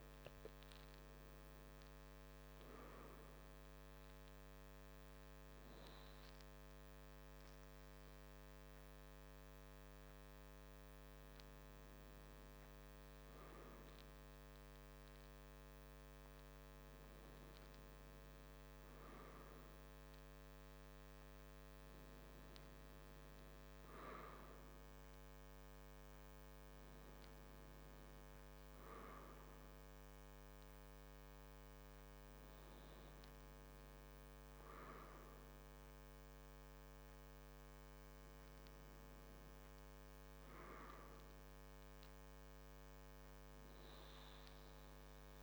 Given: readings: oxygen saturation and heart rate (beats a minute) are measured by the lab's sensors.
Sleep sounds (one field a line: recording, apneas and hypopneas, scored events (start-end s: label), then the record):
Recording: breathing in sleep, hard to hear, by a microphone on the trachea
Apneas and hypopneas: none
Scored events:
none scored
From the record:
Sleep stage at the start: N2 (light sleep)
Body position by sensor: on the back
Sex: male